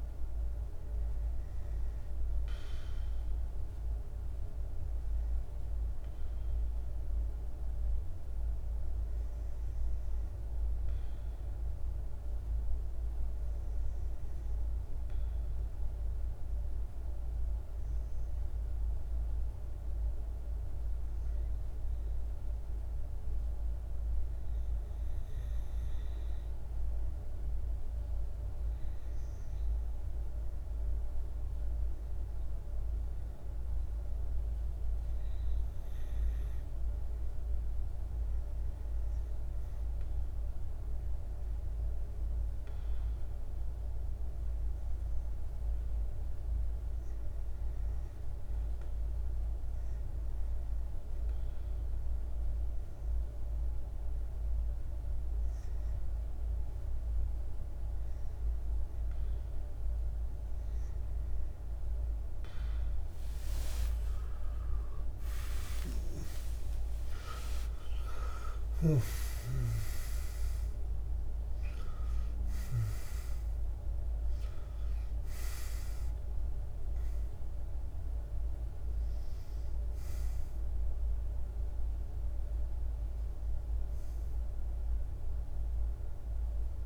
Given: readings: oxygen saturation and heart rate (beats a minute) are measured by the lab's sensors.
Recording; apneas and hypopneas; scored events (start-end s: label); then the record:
breathing in sleep, hard to hear, by a room microphone; 1
0.00-10.50 s: oxygen desaturation (device-marked, oxygen 91% lowest, heart rate 51 extreme)
5.50-25.00 s: obstructive apnea (oxygen 96% before, 90% lowest, heart rate 65 before, 52 extreme, up 0 after)
27.50-31.00 s: arousal
27.50-62.50 s: oxygen desaturation (device-marked, oxygen 98% before, 90% lowest, heart rate 53 before, 53 extreme)
62.00-67.00 s: arousal
From the record:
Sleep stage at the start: REM sleep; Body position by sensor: on the back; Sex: male